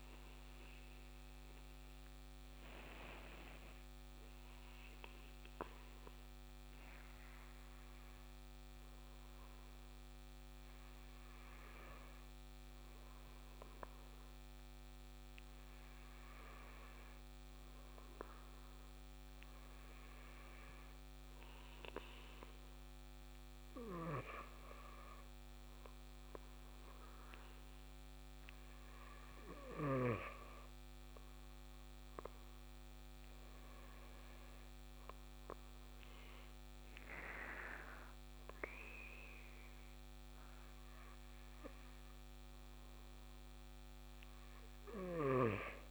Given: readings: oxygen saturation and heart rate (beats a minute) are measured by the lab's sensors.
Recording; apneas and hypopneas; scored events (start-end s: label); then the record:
breathing in sleep by a microphone on the trachea; none
none scored
From the record:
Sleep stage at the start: N2 (light sleep); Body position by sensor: on the back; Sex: male